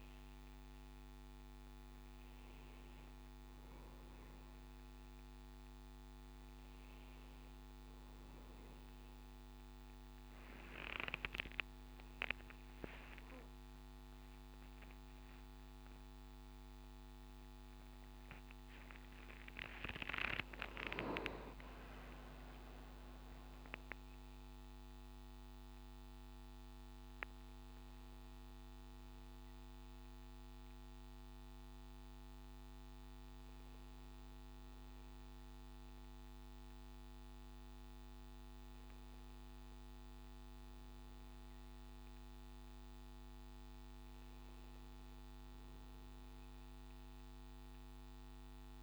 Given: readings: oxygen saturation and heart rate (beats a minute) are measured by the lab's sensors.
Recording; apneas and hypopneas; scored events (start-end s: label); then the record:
breathing in sleep by a microphone on the trachea; none
11.00-17.00 s: arousal
From the record:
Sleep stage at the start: N1 (lightest sleep); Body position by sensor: on the back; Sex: male